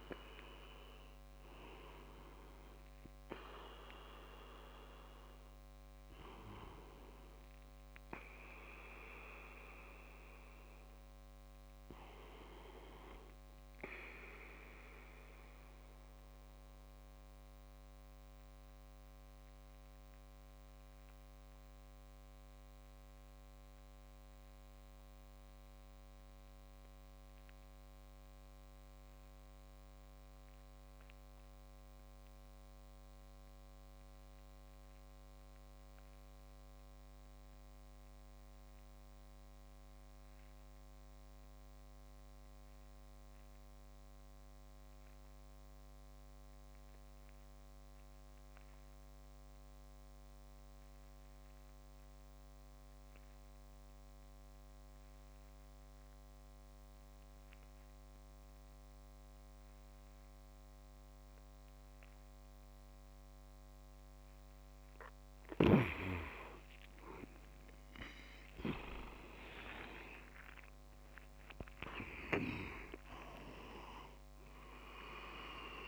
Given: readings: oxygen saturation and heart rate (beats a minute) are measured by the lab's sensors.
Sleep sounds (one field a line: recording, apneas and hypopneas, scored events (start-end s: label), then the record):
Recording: breathing in sleep by a microphone on the trachea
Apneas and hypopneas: 1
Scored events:
0.00-21.50 s: oxygen desaturation (device-marked, oxygen 85% lowest, heart rate 51 extreme)
15.50-63.00 s: obstructive apnea (oxygen 95% before, 85% lowest, heart rate 72 before, 56 extreme, up 19 after)
49.50-75.88 s: oxygen desaturation (device-marked, oxygen 99% before, 91% lowest, heart rate 60 before, 56 extreme)
67.50-72.00 s: arousal
69.00-71.50 s: leg movement (device-marked)
From the record:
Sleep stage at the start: REM sleep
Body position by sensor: on the back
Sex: male